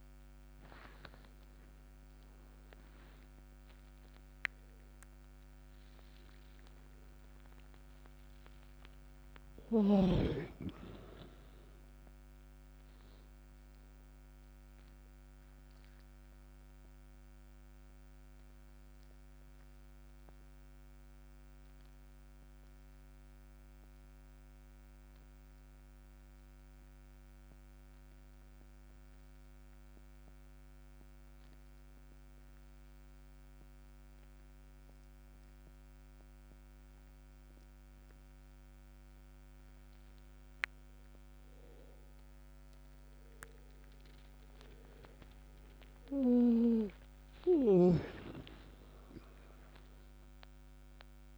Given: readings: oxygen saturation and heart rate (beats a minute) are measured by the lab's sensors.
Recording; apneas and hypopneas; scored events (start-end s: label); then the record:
a person awake in a sleep study, by a microphone on the trachea; none
44.50-51.38 s: oxygen desaturation (device-marked, oxygen 97% before, 94% lowest)
From the record:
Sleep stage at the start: awake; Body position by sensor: on the back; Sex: male